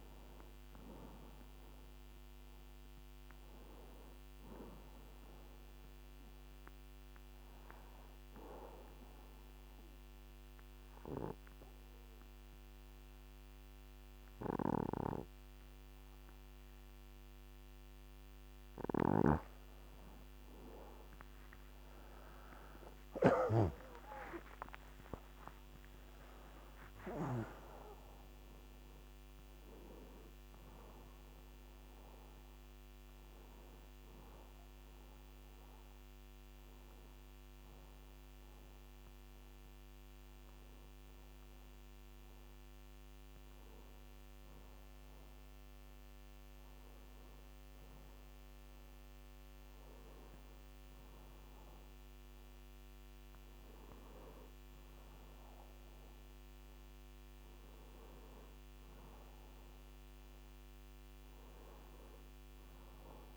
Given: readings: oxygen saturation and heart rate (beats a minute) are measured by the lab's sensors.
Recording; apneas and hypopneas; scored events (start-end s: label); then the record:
breathing in sleep by a microphone on the trachea; 1
8.00-20.00 s: obstructive apnea (oxygen 95% before, 91% lowest, heart rate 96 before, 70 extreme, up 17 after)
8.50-63.37 s: new sleep stage, N2 (light sleep)
22.00-27.50 s: arousal
26.50-45.50 s: oxygen desaturation (device-marked, oxygen 95% before, 91% lowest, heart rate 79 before, 70 extreme)
From the record:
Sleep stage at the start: N1 (lightest sleep); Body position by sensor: on the back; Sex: male